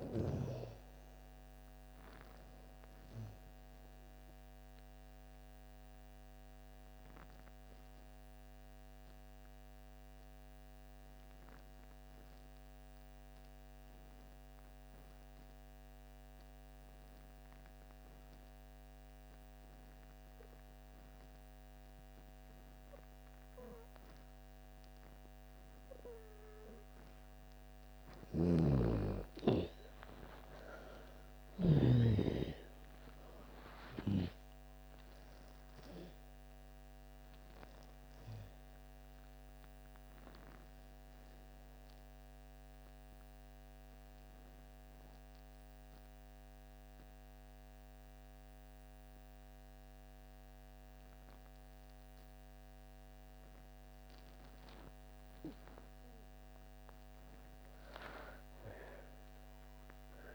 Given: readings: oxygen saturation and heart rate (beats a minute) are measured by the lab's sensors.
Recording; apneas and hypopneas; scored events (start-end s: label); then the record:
breathing in sleep by a microphone on the trachea; 2
0.00-18.50 s: oxygen desaturation (device-marked, oxygen 78% lowest)
4.50-27.50 s: obstructive apnea (oxygen 98% before, 78% lowest)
23.50-54.50 s: oxygen desaturation (device-marked, oxygen 98% before, 81% lowest)
28.00-31.50 s: snoring (device-marked)
29.50-33.00 s: arousal
38.50-55.00 s: obstructive apnea (oxygen 98% before, 80% lowest)
56.00-60.35 s: arousal
From the record:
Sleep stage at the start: N2 (light sleep); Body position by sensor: on the back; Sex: female